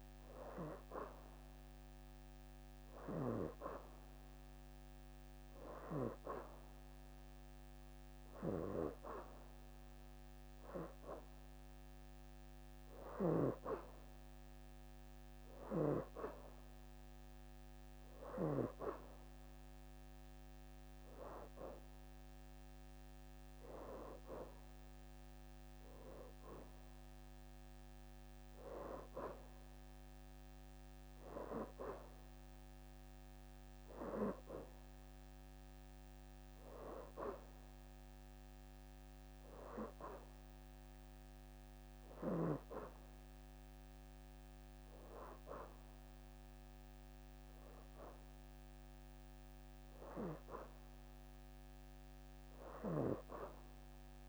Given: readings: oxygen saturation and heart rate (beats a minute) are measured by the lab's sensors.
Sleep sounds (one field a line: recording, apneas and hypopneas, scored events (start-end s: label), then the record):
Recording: breathing in sleep by a microphone on the trachea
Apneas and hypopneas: none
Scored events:
0.00-2.00 s: oxygen desaturation (device-marked, oxygen 87% lowest, heart rate 82 extreme)
24.50-27.00 s: leg movement (device-marked)
From the record:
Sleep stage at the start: N2 (light sleep)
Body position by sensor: on the back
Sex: female